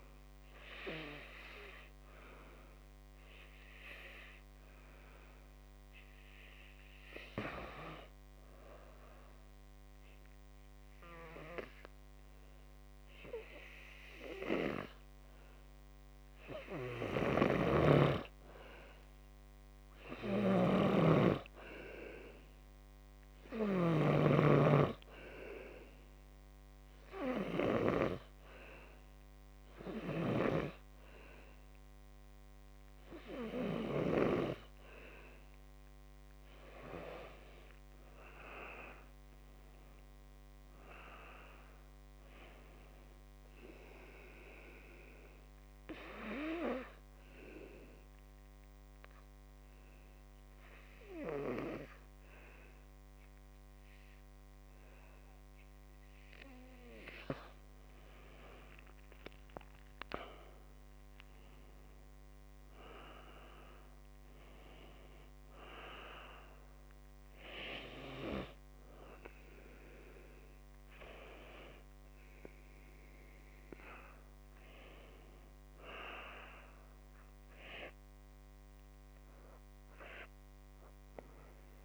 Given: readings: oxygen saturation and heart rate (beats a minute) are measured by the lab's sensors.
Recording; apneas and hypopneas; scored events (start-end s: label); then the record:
breathing in sleep by a microphone on the trachea; 3
8.50-19.50 s: obstructive apnea (oxygen 98% before, 91% lowest, heart rate 55 before, 53 extreme, up 8 after)
21.00-23.50 s: arousal
25.50-36.00 s: obstructive apnea (oxygen 98% before, 91% lowest, heart rate 57 before, 52 extreme, up 15 after)
27.50-41.50 s: oxygen desaturation (device-marked, oxygen 96% before, 91% lowest, heart rate 58 before, 52 extreme)
38.50-41.50 s: arousal
45.50-57.00 s: obstructive apnea (oxygen 96% before, 91% lowest, heart rate 60 before, 53 extreme, up 19 after)
60.50-64.00 s: arousal
71.50-81.85 s: oxygen desaturation (device-marked, oxygen 96% before, 91% lowest, heart rate 62 before, 51 extreme)
From the record:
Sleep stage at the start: N2 (light sleep); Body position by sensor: on the back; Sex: male